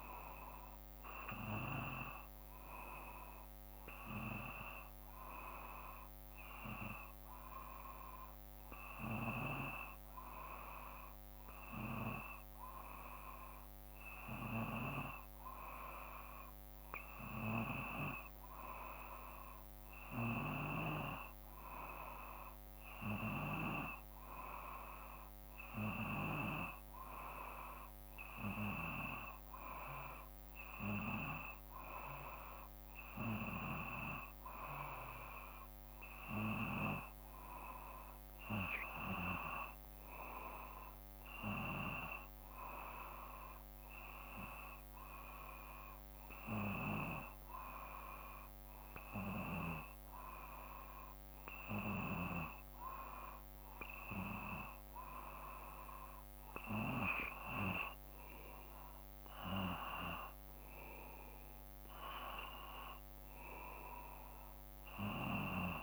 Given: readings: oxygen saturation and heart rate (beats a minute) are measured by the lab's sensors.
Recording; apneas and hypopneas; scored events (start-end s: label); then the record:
breathing in sleep by a microphone on the trachea; none
none scored
From the record:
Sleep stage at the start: N2 (light sleep); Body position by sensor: on the back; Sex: male